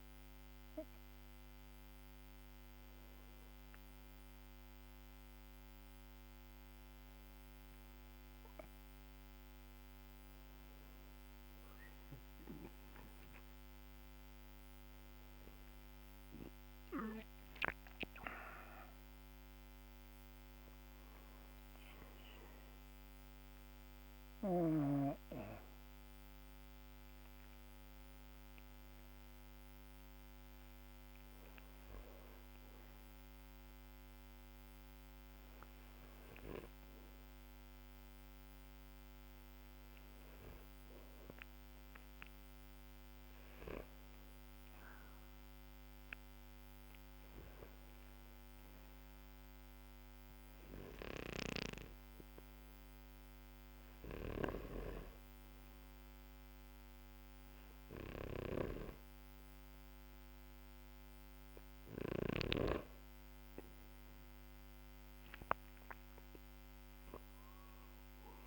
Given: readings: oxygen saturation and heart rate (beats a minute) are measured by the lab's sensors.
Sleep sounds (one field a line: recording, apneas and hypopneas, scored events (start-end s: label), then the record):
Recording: breathing in sleep by a microphone on the trachea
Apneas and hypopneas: none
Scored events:
none scored
From the record:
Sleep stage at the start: N2 (light sleep)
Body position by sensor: on the back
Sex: male